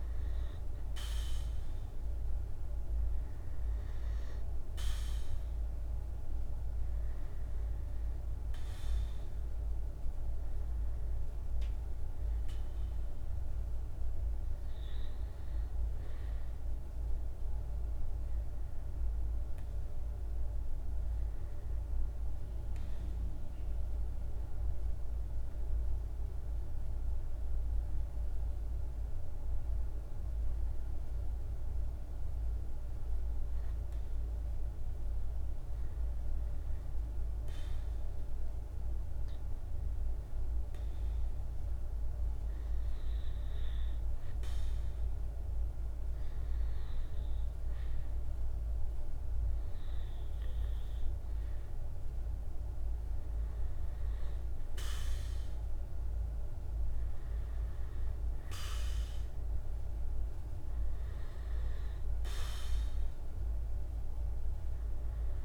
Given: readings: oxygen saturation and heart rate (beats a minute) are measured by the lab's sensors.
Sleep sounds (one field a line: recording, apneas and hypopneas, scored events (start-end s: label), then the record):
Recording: breathing in sleep, hard to hear, by a room microphone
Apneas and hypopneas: 1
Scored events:
0.00-1.00 s: oxygen desaturation (device-marked, oxygen 87% lowest, heart rate 50 extreme)
35.00-49.00 s: hypopnea (oxygen 97% before, 95% lowest, heart rate 55 before, 54 extreme, up 1 after)
53.50-57.50 s: arousal
From the record:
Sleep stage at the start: REM sleep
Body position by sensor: on the back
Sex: male